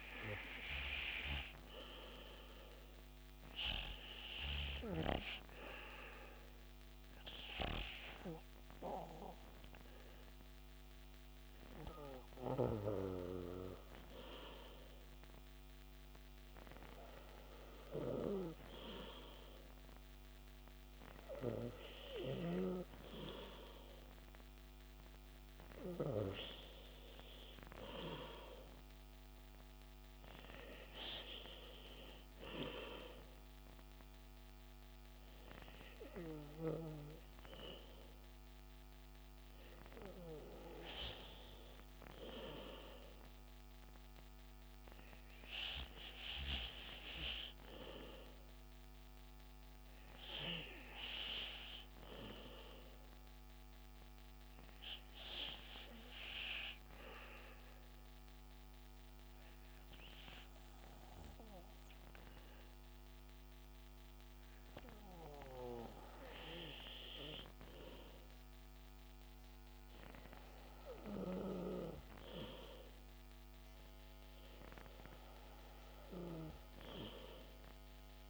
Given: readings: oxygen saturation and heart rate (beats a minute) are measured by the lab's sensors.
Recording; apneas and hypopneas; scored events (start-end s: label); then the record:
breathing in sleep by a microphone on the trachea; 2
2.00-14.00 s: hypopnea (oxygen 98% before, 96% lowest, heart rate 68 before, 65 extreme, up 1 after)
16.00-19.50 s: arousal
52.00-65.50 s: obstructive apnea (oxygen 98% before, 96% lowest, heart rate 69 before, 63 extreme, up 2 after)
70.50-74.00 s: arousal
From the record:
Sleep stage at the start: N2 (light sleep); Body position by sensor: on the back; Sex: male